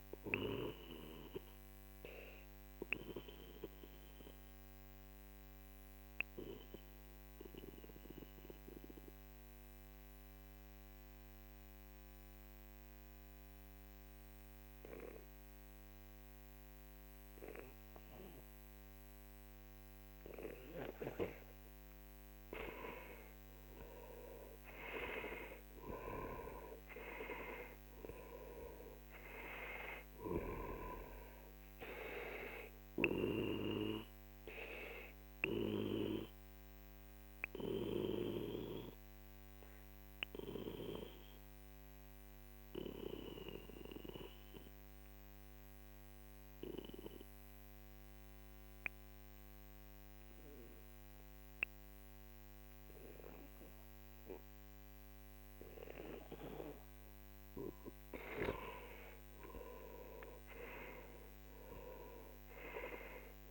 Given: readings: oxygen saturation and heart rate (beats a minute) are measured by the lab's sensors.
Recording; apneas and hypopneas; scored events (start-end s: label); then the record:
breathing in sleep by a microphone on the trachea; 2
0.00-5.50 s: oxygen desaturation (device-marked, oxygen 92% lowest, heart rate 41 extreme)
2.00-21.50 s: obstructive apnea (oxygen 97% before, 91% lowest, heart rate 54 before, 42 extreme, up 14 after)
23.00-27.50 s: arousal
28.50-45.50 s: oxygen desaturation (device-marked, oxygen 98% before, 91% lowest, heart rate 50 before, 44 extreme)
34.50-56.50 s: obstructive apnea (oxygen 98% before, 90% lowest, heart rate 54 before, 43 extreme, up 12 after)
58.50-62.50 s: arousal
60.50-63.50 s: oxygen desaturation (device-marked, oxygen 97% before, 91% lowest, heart rate 49 before, 43 extreme)
From the record:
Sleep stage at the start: N2 (light sleep); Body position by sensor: on the back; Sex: male